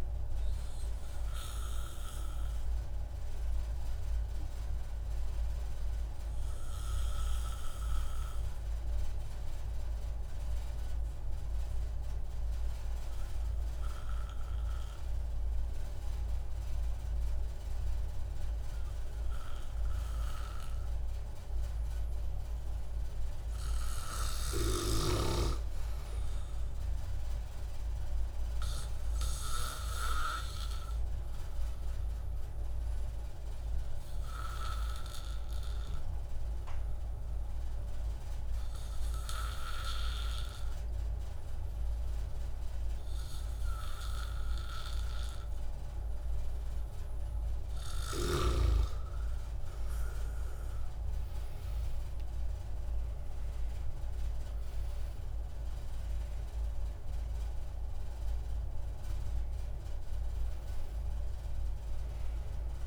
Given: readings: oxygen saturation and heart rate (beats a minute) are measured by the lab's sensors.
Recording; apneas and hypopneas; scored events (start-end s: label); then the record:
breathing in sleep by a room microphone; 2
1.50-21.00 s: obstructive apnea (oxygen 97% before, 93% lowest)
22.50-25.50 s: arousal
31.50-47.50 s: obstructive apnea (oxygen 97% before, 93% lowest)
51.00-54.50 s: arousal
From the record:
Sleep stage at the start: N2 (light sleep); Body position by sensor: on the back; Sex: male